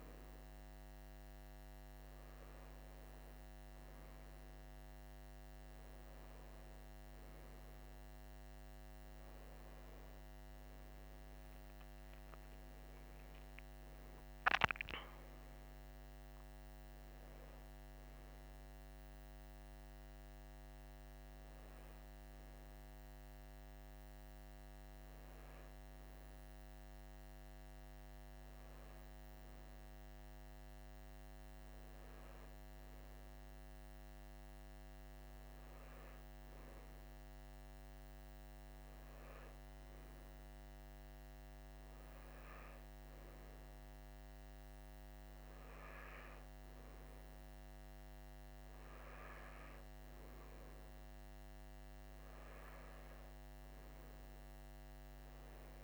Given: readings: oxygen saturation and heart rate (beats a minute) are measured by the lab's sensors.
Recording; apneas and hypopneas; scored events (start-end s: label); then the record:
breathing in sleep, hard to hear, by a microphone on the trachea; none
10.00-14.50 s: arousal
From the record:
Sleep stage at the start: N2 (light sleep); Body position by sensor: on the right side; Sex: male